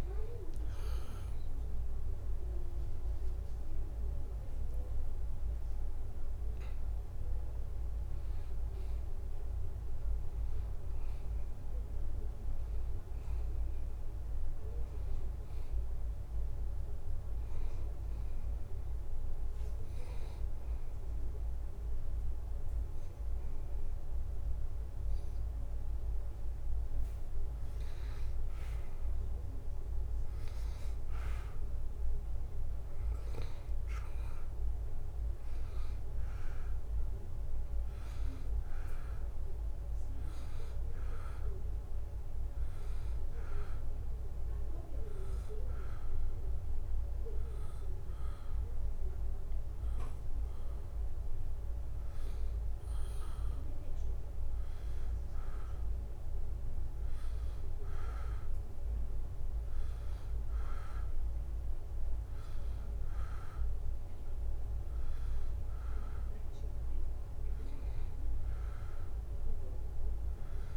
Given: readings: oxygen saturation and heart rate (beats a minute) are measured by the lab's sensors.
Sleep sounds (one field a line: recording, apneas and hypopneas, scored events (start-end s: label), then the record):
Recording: breathing in sleep, hard to hear, by a room microphone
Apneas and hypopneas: 2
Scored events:
0.00-3.00 s: arousal
0.00-12.50 s: oxygen desaturation (device-marked, oxygen 90% lowest, heart rate 79 extreme)
20.00-30.00 s: hypopnea (oxygen 94% before, 91% lowest, heart rate 84 before, 78 extreme, up 0 after)
33.50-37.50 s: arousal
42.50-54.50 s: hypopnea (oxygen 94% before, 89% lowest, heart rate 79 before, 78 extreme, up 3 after)
58.00-62.50 s: arousal
From the record:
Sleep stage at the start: N2 (light sleep)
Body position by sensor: on the back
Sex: male